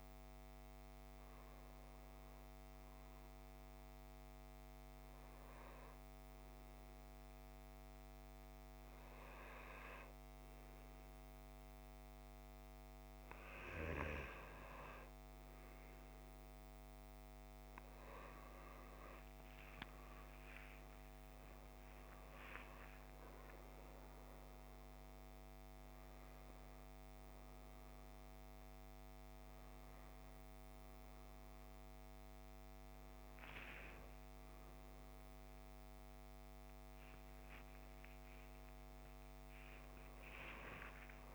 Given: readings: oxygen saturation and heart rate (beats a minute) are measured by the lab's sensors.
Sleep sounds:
a person awake in a sleep study, by a microphone on the trachea; none
29.00-32.00 s: oxygen desaturation (device-marked, oxygen 98% before, 94% lowest, heart rate 47 before, 34 extreme)
From the record:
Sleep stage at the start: awake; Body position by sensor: on the back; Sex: male

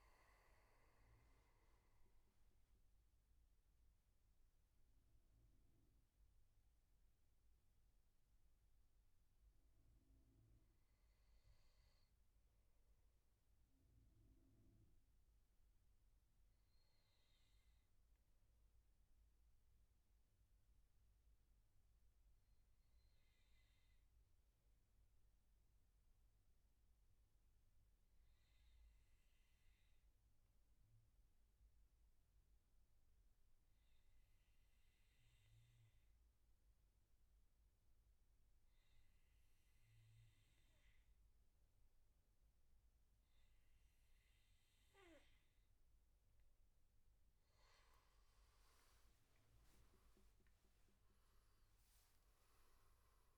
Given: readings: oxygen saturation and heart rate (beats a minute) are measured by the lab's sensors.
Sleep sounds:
breathing in sleep, hard to hear, by a room microphone; 1
0.00-8.00 s: oxygen desaturation (device-marked, oxygen 89% lowest, heart rate 59 extreme)
6.00-8.00 s: bradycardia (device-marked, heart rate 73 before, 63 extreme)
6.50-47.00 s: obstructive apnea (oxygen 98% before, 90% lowest, heart rate 77 before, 59 extreme, up 11 after)
40.00-53.38 s: oxygen desaturation (device-marked, oxygen 99% before, 92% lowest, heart rate 72 before, 59 extreme)
49.00-53.38 s: arousal
From the record:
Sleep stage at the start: N2 (light sleep); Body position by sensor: on the back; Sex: male

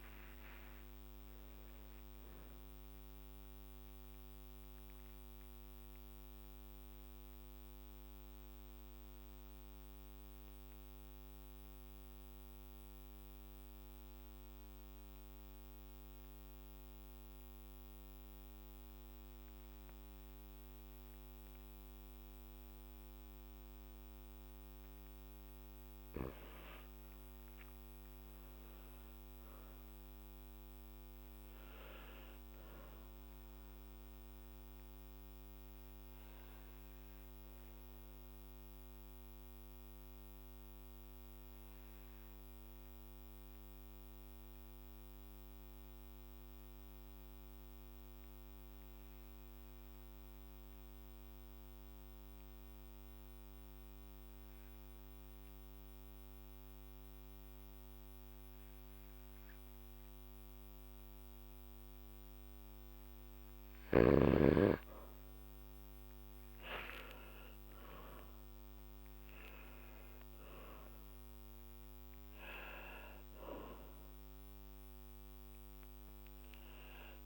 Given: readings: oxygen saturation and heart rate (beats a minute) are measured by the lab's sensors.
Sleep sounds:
breathing in sleep, hard to hear, by a microphone on the trachea; 2
4.00-24.00 s: mixed apnea (oxygen 99% before, 96% lowest, heart rate 61 before, 52 extreme, up 5 after)
26.50-31.00 s: arousal
36.50-61.50 s: obstructive apnea (oxygen 99% before, 93% lowest, heart rate 55 before, 52 extreme, up 2 after)
65.00-69.50 s: arousal
From the record:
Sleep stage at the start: N2 (light sleep); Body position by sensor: on the back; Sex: male

